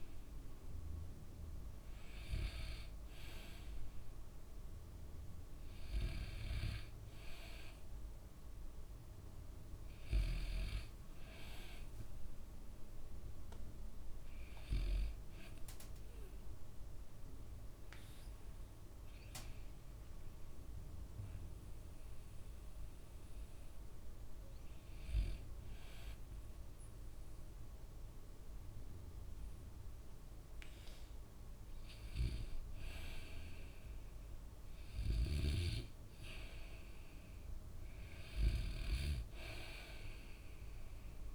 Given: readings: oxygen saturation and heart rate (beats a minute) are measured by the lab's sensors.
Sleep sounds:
breathing in sleep by a room microphone; 1
0.00-5.00 s: oxygen desaturation (device-marked, oxygen 78% lowest, heart rate 64 extreme)
12.00-15.00 s: arousal
18.00-31.50 s: hypopnea (oxygen 99% before, 85% lowest, heart rate 73 before, 59 extreme, up 4 after)
34.00-37.00 s: arousal
From the record:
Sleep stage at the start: REM sleep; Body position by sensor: on the back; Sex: male

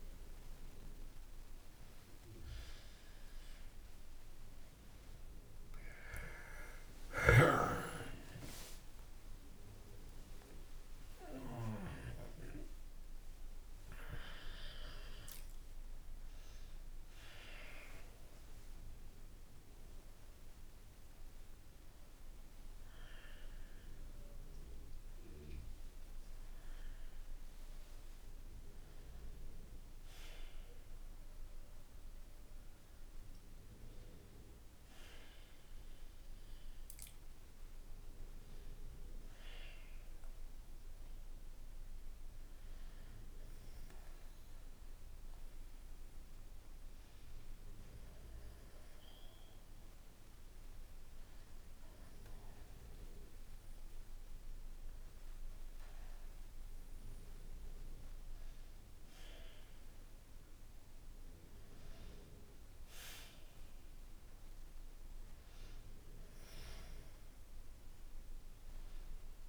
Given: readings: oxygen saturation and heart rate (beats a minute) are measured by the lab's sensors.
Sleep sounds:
a person partly awake in a sleep study, by a room microphone; 1
12.00-25.00 s: oxygen desaturation (device-marked, oxygen 96% before, 92% lowest, heart rate 69 before, 64 extreme)
30.00-60.00 s: new sleep stage, N1 (lightest sleep)
49.00-60.50 s: hypopnea (oxygen 98% before, 94% lowest, heart rate 64 before, 62 extreme, up 0 after)
60.00-69.49 s: new sleep stage, N2 (light sleep)
61.00-69.49 s: oxygen desaturation (device-marked, oxygen 97% before, 94% lowest, heart rate 64 before, 63 extreme)
63.00-67.50 s: arousal
From the record:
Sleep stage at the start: awake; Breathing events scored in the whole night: 341 in 4.7 hours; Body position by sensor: on the back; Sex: male

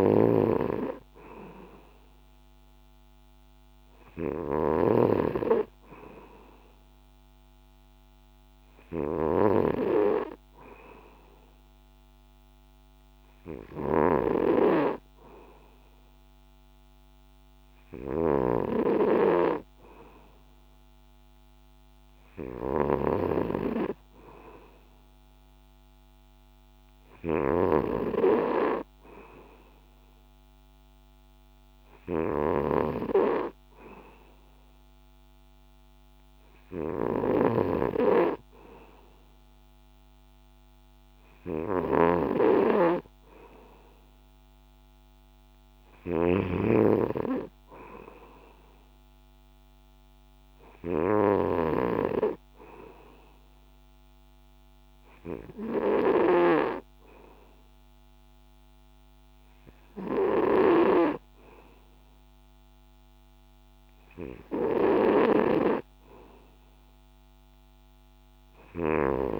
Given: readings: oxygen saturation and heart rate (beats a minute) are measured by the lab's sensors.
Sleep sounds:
breathing in sleep by a microphone on the trachea; none
0.00-56.50 s: snoring (device-marked)
From the record:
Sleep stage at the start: N2 (light sleep); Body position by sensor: on the back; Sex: male

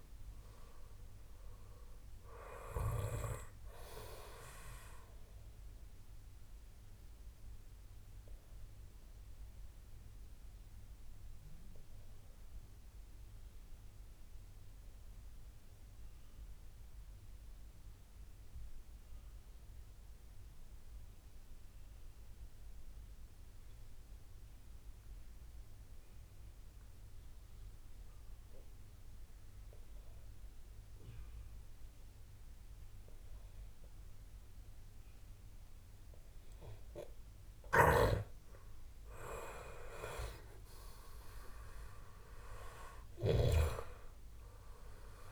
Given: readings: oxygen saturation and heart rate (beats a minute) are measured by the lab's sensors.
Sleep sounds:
breathing in sleep by a room microphone; 1
0.00-22.50 s: oxygen desaturation (device-marked, oxygen 89% lowest)
8.00-36.00 s: obstructive apnea (oxygen 97% before, 89% lowest)
37.50-43.50 s: snoring (device-marked)
38.50-41.50 s: arousal
41.50-45.32 s: oxygen desaturation (device-marked, oxygen 95% before, 91% lowest)
From the record:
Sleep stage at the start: N2 (light sleep); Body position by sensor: on the back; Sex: male

